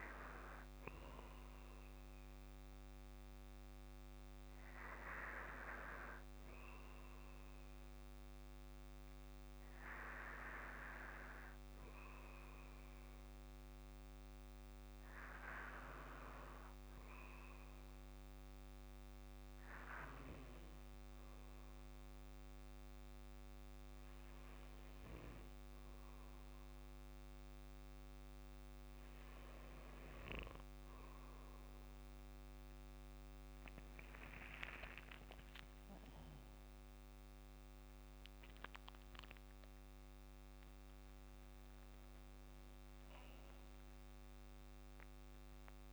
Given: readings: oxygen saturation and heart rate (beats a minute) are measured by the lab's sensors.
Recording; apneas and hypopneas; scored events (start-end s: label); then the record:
breathing in sleep by a microphone on the trachea; 1
11.00-29.50 s: hypopnea (oxygen 96% before, 95% lowest, heart rate 53 before, 51 extreme, up 7 after)
31.50-35.50 s: arousal
From the record:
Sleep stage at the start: N2 (light sleep); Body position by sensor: on the back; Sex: male